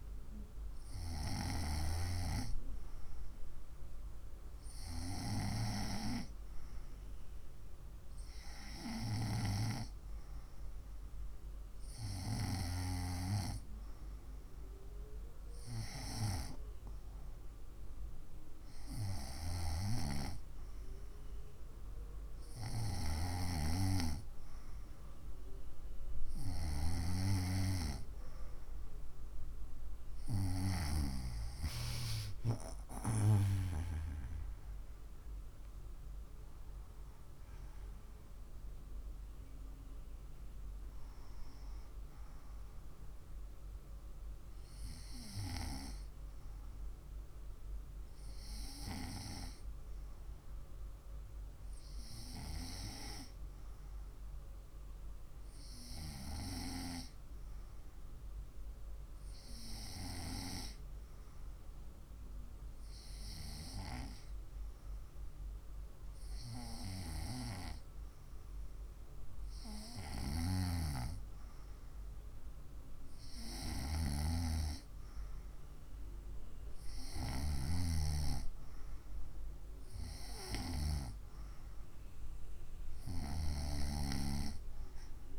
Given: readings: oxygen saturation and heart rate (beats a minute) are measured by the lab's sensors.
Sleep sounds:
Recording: breathing in sleep by a room microphone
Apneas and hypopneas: none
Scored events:
none scored
From the record:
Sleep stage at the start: N2 (light sleep)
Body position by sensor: on the right side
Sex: female

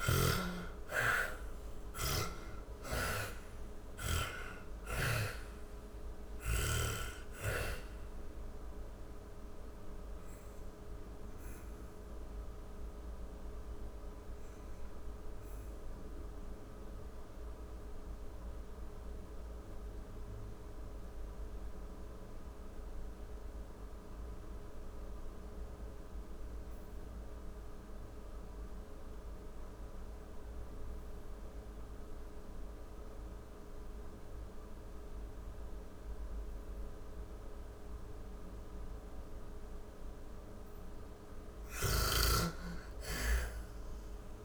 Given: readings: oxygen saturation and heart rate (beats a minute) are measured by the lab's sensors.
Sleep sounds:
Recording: breathing in sleep by a room microphone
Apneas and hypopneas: 1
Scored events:
0.00-2.50 s: arousal
0.00-5.00 s: snoring (device-marked)
0.00-28.50 s: oxygen desaturation (device-marked, oxygen 57% lowest, heart rate 35 extreme)
7.00-39.00 s: obstructive apnea (oxygen 87% before, 57% lowest, heart rate 57 before, 34 extreme, up 16 after)
40.00-44.45 s: snoring (device-marked)
40.50-44.45 s: arousal
From the record:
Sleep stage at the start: REM sleep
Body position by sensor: on the back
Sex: female

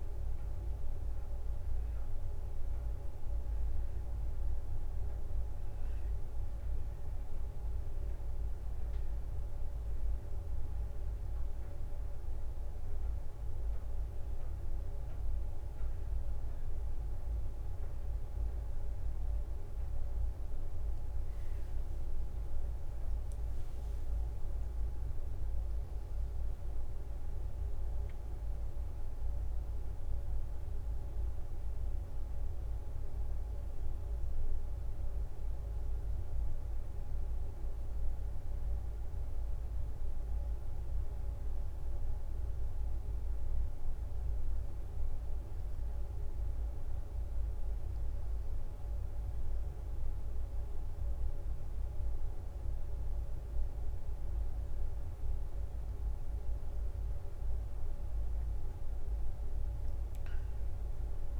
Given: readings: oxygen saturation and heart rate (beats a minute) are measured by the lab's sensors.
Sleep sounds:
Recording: a person awake in a sleep study, hard to hear, by a room microphone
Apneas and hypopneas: none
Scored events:
0.00-5.00 s: leg movement (device-marked)
8.00-17.50 s: leg movement (device-marked)
21.00-29.00 s: leg movement (device-marked)
54.00-61.40 s: leg movement (device-marked)
58.50-61.40 s: drop in pulse transit time (device-marked, heart rate 63 before, 64 extreme)
From the record:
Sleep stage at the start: awake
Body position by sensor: on the right side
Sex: female

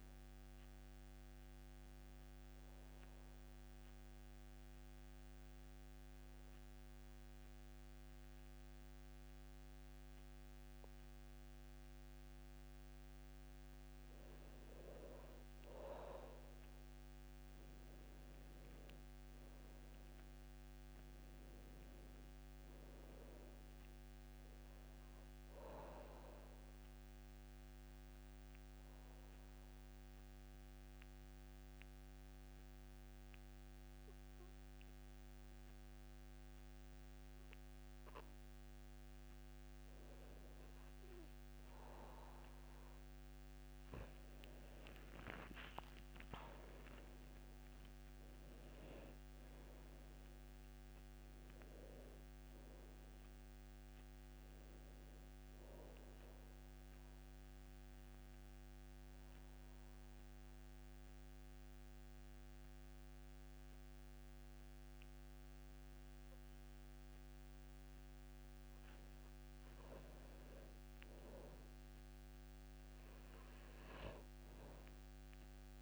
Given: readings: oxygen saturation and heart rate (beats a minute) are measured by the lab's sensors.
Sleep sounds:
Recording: breathing in sleep, hard to hear, by a microphone on the trachea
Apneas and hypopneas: 3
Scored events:
3.00-13.50 s: obstructive apnea (oxygen 97% before, 85% lowest, heart rate 81 before, 67 extreme, up 7 after)
17.50-21.50 s: arousal
18.50-36.50 s: oxygen desaturation (device-marked, oxygen 97% before, 89% lowest, heart rate 72 before, 70 extreme)
27.00-40.50 s: obstructive apnea (oxygen 97% before, 85% lowest, heart rate 72 before, 70 extreme, up 6 after)
46.50-50.00 s: arousal
47.50-66.50 s: oxygen desaturation (device-marked, oxygen 98% before, 85% lowest, heart rate 73 before, 68 extreme)
56.00-66.50 s: obstructive apnea (oxygen 98% before, 85% lowest, heart rate 75 before, 68 extreme, up 6 after)
68.00-71.00 s: arousal
72.50-75.82 s: oxygen desaturation (device-marked, oxygen 99% before, 89% lowest, heart rate 75 before, 72 extreme)
From the record:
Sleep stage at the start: N2 (light sleep)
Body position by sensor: on the back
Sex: male

